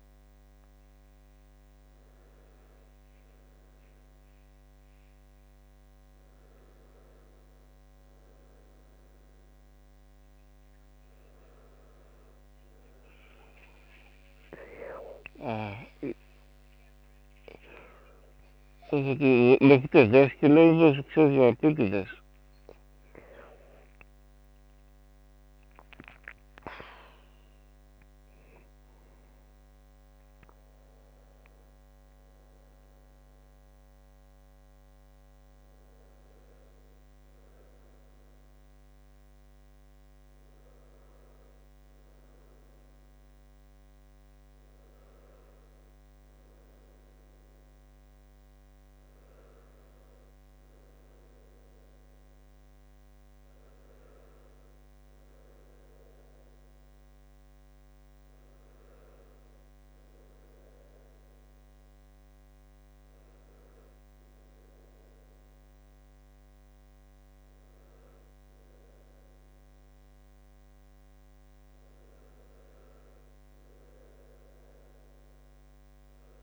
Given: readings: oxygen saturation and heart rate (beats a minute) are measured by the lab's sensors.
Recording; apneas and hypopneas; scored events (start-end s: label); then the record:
breathing in sleep by a microphone on the trachea; 1
2.00-13.50 s: obstructive apnea (oxygen 95% before, 94% lowest)
14.50-16.50 s: long interval between heartbeats (device-marked, heart rate 75 before, 89 extreme)
16.50-21.50 s: arousal
18.50-20.50 s: long interval between heartbeats (device-marked, heart rate 78 before, 116 extreme)
21.00-23.00 s: long interval between heartbeats (device-marked, heart rate 84 before, 102 extreme)
26.00-33.00 s: bradycardia (device-marked)
From the record:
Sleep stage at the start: N2 (light sleep); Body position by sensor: on the back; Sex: male